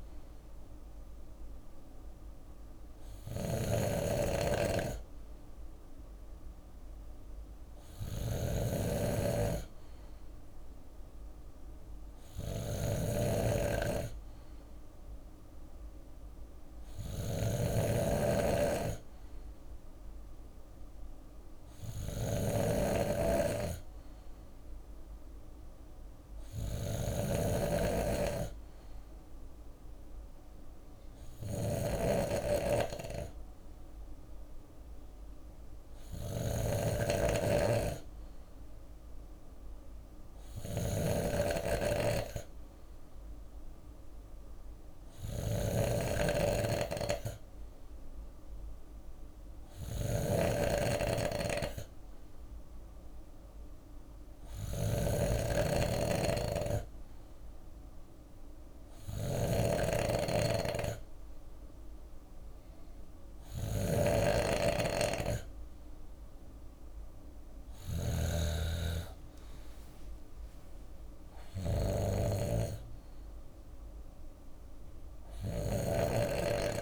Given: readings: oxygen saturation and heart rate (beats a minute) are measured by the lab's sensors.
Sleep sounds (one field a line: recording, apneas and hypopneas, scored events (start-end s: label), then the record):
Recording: breathing in sleep by a room microphone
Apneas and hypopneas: none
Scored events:
0.00-76.81 s: snoring (device-marked)
10.50-17.50 s: bradycardia (device-marked, heart rate 60 before, 59 extreme)
30.50-66.50 s: bradycardia (device-marked, heart rate 60 before, 57 extreme)
65.50-76.81 s: drop in pulse transit time (device-marked, heart rate 58 before, 57 extreme)
73.50-76.81 s: bradycardia (device-marked, heart rate 60 before, 57 extreme)
From the record:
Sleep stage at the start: N2 (light sleep)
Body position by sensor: on the left side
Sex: male